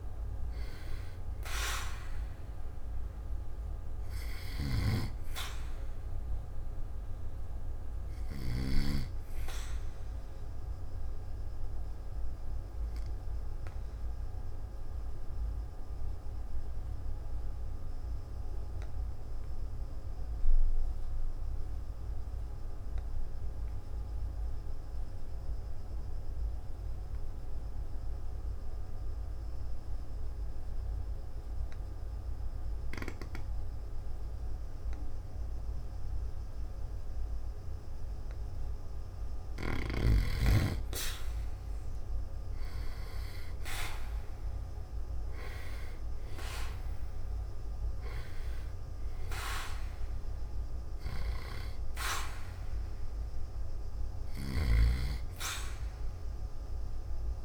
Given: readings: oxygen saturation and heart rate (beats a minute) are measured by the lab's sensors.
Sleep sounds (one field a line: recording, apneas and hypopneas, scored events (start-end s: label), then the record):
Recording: breathing in sleep by a room microphone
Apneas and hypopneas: 1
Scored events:
0.00-5.00 s: oxygen desaturation (device-marked, oxygen 96% before, 92% lowest, heart rate 50 before, 52 extreme)
4.50-8.50 s: snoring (device-marked)
12.00-38.00 s: obstructive apnea (oxygen 96% before, 89% lowest, heart rate 53 before, 48 extreme, up 1 after)
19.00-35.00 s: oxygen desaturation (device-marked, oxygen 94% before, 89% lowest, heart rate 54 before, 48 extreme)
42.00-46.00 s: arousal
50.00-53.00 s: oxygen desaturation (device-marked, oxygen 98% before, 93% lowest, heart rate 51 before, 52 extreme)
54.00-57.45 s: snoring (device-marked)
From the record:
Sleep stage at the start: N2 (light sleep)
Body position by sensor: on the back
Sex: male